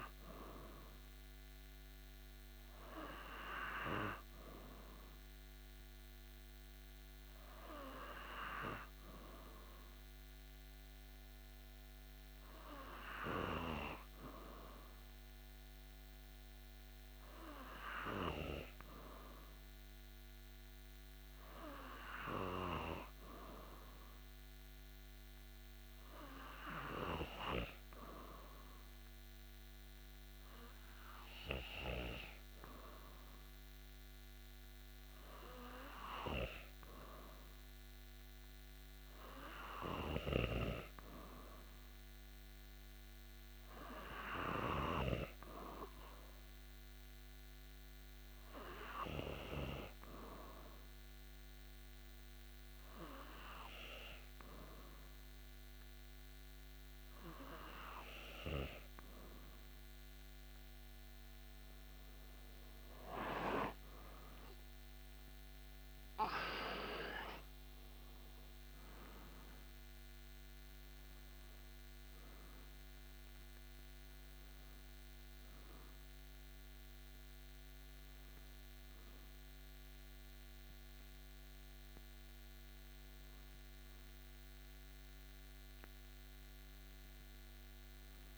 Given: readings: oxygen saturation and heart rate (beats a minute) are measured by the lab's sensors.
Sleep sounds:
breathing in sleep by a microphone on the trachea; 1
46.00-59.00 s: hypopnea (oxygen 95% before, 93% lowest)
61.50-65.00 s: arousal
From the record:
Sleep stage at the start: N2 (light sleep); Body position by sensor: on the back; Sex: male

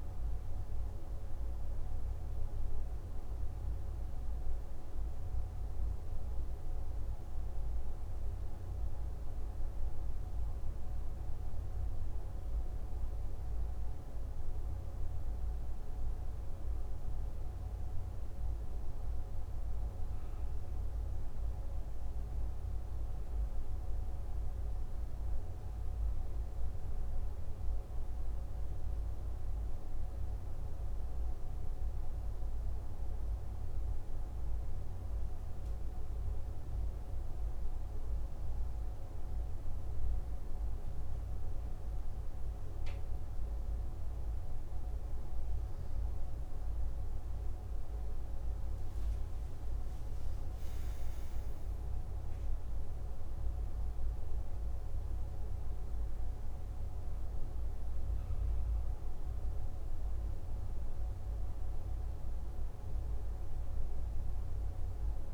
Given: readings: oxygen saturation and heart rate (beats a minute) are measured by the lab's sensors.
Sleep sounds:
breathing in sleep, hard to hear, by a room microphone; none
none scored
From the record:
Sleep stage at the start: N2 (light sleep); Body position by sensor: on the left side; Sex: male

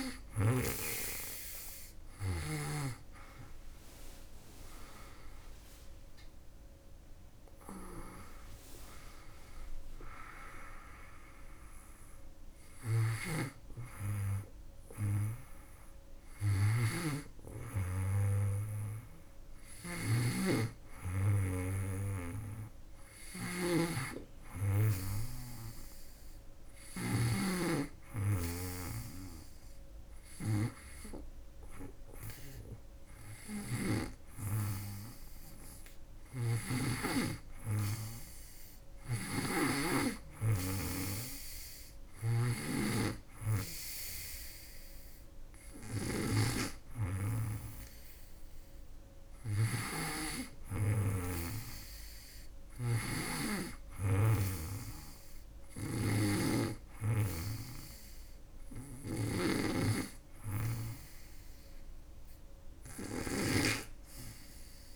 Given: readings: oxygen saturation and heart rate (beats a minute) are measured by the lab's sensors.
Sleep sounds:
breathing in sleep by a room microphone; none
0.00-2.50 s: snoring (device-marked)
12.50-27.00 s: snoring (device-marked)
33.00-36.50 s: snoring (device-marked)
38.50-64.96 s: snoring (device-marked)
From the record:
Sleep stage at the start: N2 (light sleep); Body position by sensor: on the back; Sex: female

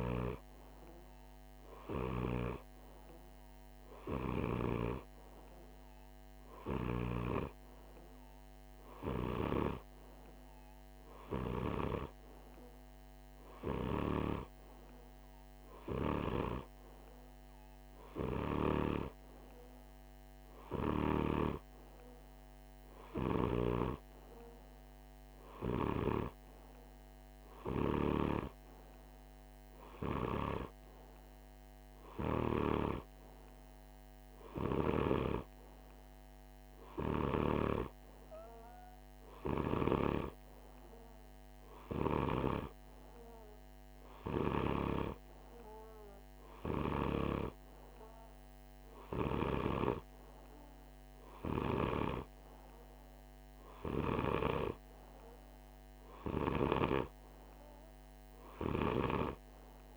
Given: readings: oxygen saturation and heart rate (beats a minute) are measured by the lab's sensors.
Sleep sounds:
breathing in sleep by a microphone on the trachea; none
none scored
From the record:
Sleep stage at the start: N2 (light sleep); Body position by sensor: on the right side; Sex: male

